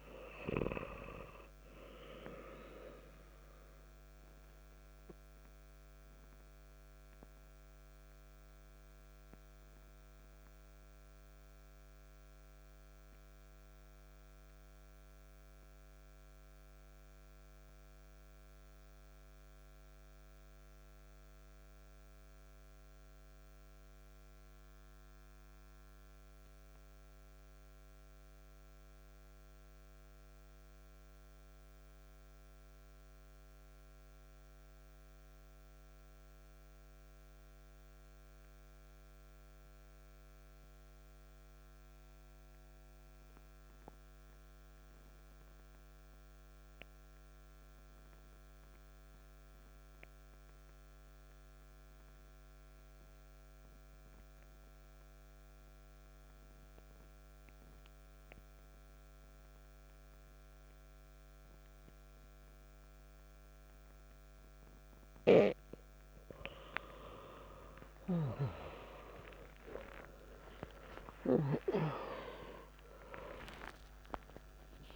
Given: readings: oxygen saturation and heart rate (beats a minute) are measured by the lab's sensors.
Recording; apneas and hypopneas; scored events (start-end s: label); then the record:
breathing in sleep by a microphone on the trachea; 1
0.00-17.00 s: oxygen desaturation (device-marked, oxygen 90% lowest, heart rate 58 extreme)
4.50-64.50 s: mixed apnea (oxygen 95% before, 88% lowest, heart rate 61 before, 58 extreme)
46.00-74.96 s: oxygen desaturation (device-marked, oxygen 97% before, 88% lowest, heart rate 60 before, 59 extreme)
66.00-72.00 s: arousal
From the record:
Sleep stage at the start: N2 (light sleep); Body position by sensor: on the back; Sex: male